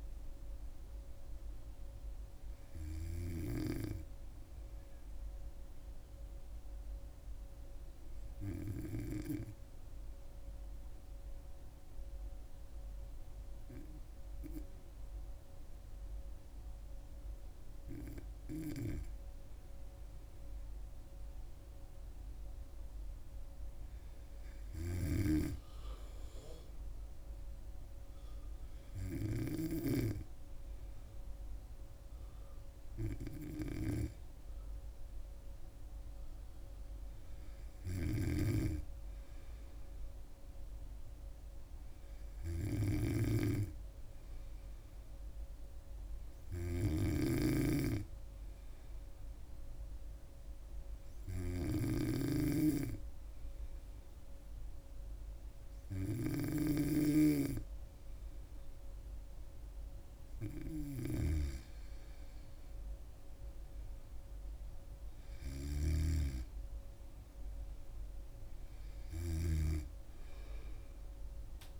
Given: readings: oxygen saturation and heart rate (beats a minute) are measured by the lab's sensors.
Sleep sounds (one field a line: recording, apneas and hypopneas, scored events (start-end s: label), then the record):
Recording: breathing in sleep by a room microphone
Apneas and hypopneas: 1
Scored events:
0.00-1.50 s: arousal
5.00-17.50 s: hypopnea (oxygen 100% before, 95% lowest, heart rate 66 before, 65 extreme, up 3 after)
19.00-22.00 s: arousal
24.50-45.50 s: oxygen desaturation (device-marked, oxygen 99% before, 95% lowest, heart rate 66 before, 63 extreme)
42.50-69.50 s: snoring (device-marked)
From the record:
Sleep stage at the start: N2 (light sleep)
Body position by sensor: on the back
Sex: female